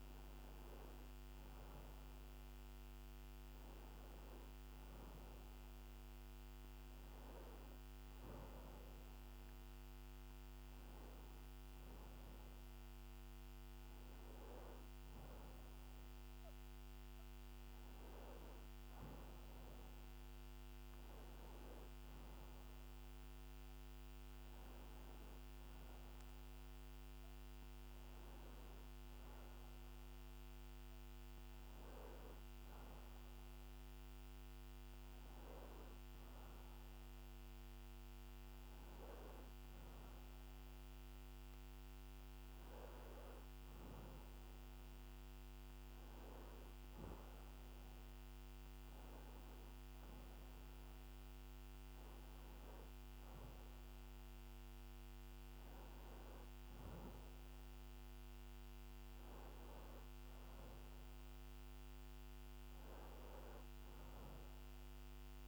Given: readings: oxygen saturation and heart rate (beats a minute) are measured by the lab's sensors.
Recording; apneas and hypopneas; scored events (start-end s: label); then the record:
breathing in sleep, hard to hear, by a microphone on the trachea; none
56.00-65.48 s: new sleep stage, N2 (light sleep)
From the record:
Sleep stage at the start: N1 (lightest sleep); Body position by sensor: on the back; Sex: male